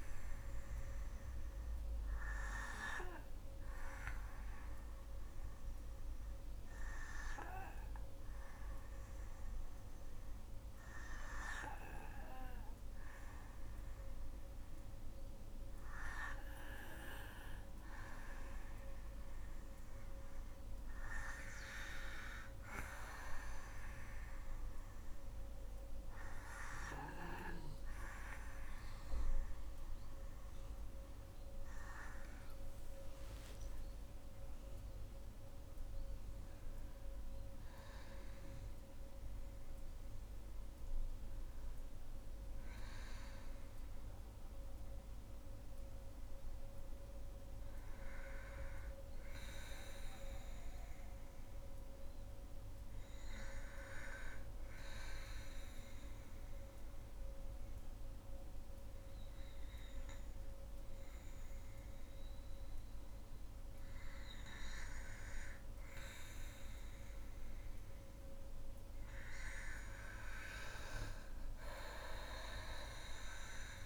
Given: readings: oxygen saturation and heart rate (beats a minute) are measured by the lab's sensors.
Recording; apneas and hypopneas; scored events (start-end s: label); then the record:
breathing in sleep by a room microphone; 1
20.00-31.00 s: oxygen desaturation (device-marked, oxygen 95% before, 92% lowest, heart rate 64 before, 55 extreme)
32.00-36.50 s: arousal
43.50-63.50 s: hypopnea (oxygen 96% before, 91% lowest, heart rate 65 before, 53 extreme, up 3 after)
65.50-68.50 s: arousal
From the record:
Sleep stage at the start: N2 (light sleep); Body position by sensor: on the back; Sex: female